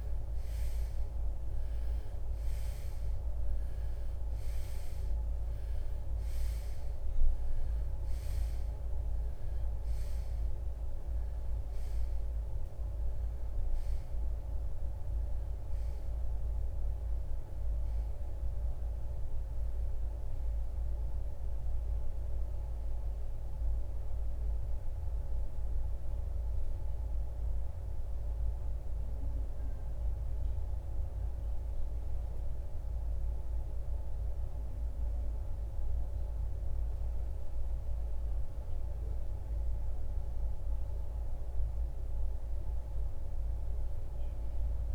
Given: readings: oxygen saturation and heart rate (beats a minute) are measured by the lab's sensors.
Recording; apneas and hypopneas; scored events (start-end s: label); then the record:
breathing in sleep, hard to hear, by a room microphone; none
29.50-44.95 s: oxygen desaturation (device-marked, oxygen 95% before, 85% lowest, heart rate 74 before, 60 extreme)
From the record:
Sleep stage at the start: REM sleep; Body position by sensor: on the right side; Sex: male